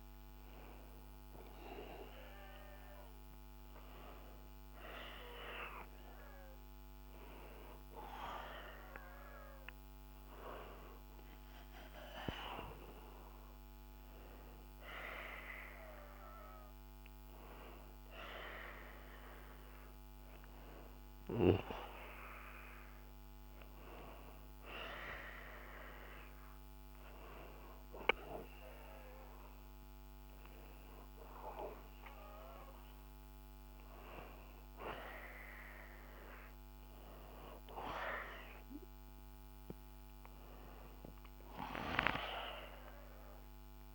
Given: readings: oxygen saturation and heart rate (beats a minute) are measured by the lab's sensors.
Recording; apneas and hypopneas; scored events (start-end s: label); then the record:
breathing in sleep by a microphone on the trachea; none
none scored
From the record:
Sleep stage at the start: N1 (lightest sleep); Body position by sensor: on the back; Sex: male